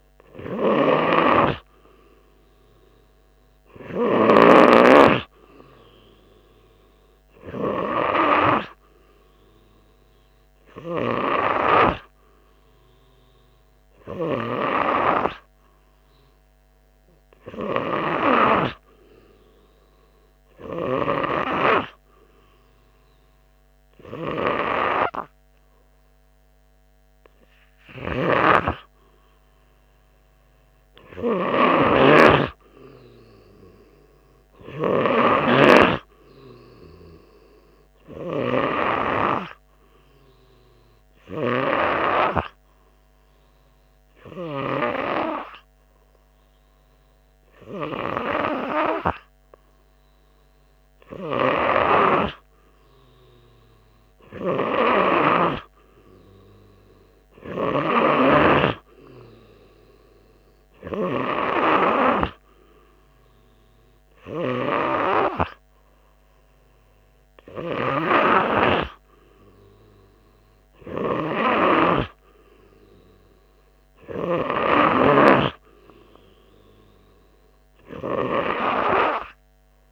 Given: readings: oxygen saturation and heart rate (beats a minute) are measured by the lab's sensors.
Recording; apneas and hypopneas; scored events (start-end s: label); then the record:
breathing in sleep by a microphone on the trachea; 1
41.50-53.50 s: obstructive apnea (oxygen 97% before, 94% lowest, heart rate 90 before, 88 extreme, up 3 after)
58.00-61.50 s: arousal
From the record:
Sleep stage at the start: N3 (deep sleep); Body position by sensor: on the right side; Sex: male